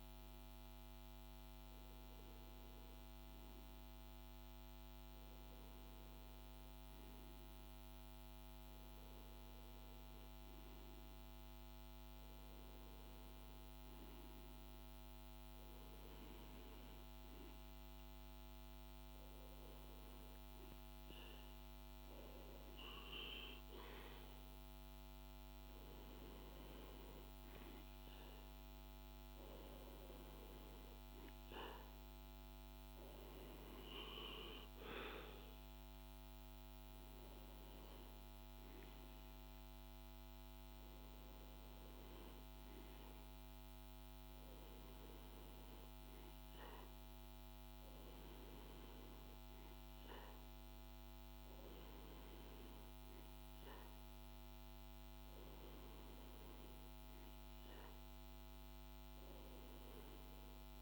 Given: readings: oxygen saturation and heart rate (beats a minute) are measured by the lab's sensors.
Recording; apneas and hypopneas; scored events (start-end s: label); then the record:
breathing in sleep, hard to hear, by a microphone on the trachea; none
none scored
From the record:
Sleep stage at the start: REM sleep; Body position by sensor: on the back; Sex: male